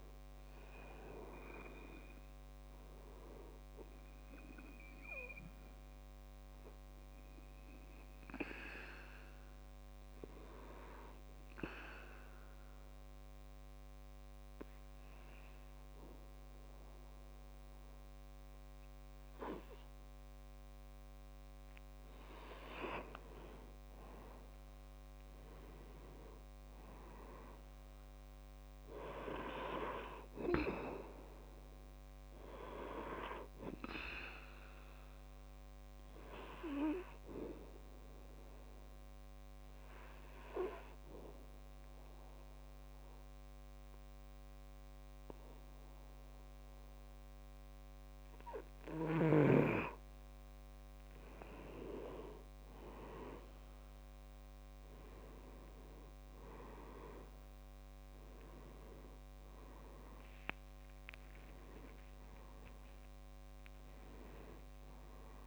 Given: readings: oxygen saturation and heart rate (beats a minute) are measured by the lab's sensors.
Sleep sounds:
breathing in sleep by a microphone on the trachea; 2
0.00-12.00 s: oxygen desaturation (device-marked, oxygen 91% lowest, heart rate 60 extreme)
6.00-22.00 s: obstructive apnea (oxygen 98% before, 93% lowest, heart rate 70 before, 60 extreme, up 9 after)
24.50-27.50 s: arousal
31.00-47.00 s: oxygen desaturation (device-marked, oxygen 98% before, 94% lowest, heart rate 64 before, 65 extreme)
37.00-50.00 s: obstructive apnea (oxygen 98% before, 91% lowest, heart rate 65 before, 65 extreme, up 5 after)
51.50-55.00 s: arousal
60.00-65.47 s: oxygen desaturation (device-marked, oxygen 97% before, 93% lowest, heart rate 67 before, 64 extreme)
From the record:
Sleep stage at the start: N2 (light sleep); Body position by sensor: on the back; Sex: male

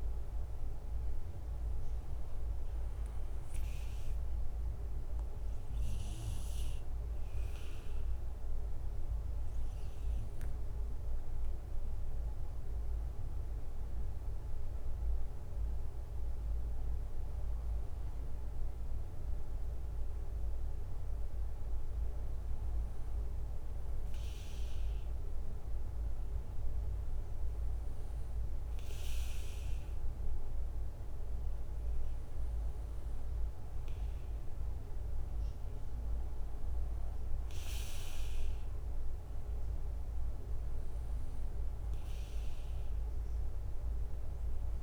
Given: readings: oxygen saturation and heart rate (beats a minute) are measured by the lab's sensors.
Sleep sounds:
breathing in sleep, hard to hear, by a room microphone; 1
2.00-14.50 s: hypopnea (oxygen 95% before, 94% lowest, heart rate 70 before, 66 extreme)
16.00-19.50 s: arousal
From the record:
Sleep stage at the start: N2 (light sleep); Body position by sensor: on the right side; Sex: male

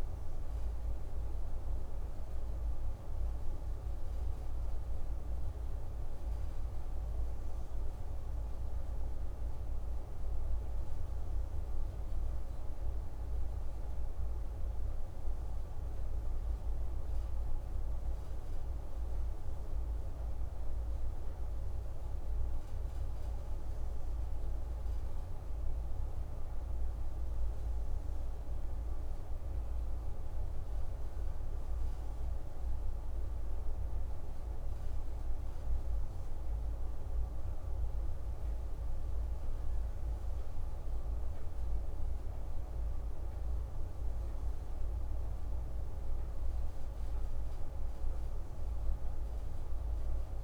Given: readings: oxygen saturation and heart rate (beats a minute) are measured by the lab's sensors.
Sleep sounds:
breathing in sleep, hard to hear, by a room microphone; none
none scored
From the record:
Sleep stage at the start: N1 (lightest sleep); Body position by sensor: on the back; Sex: male

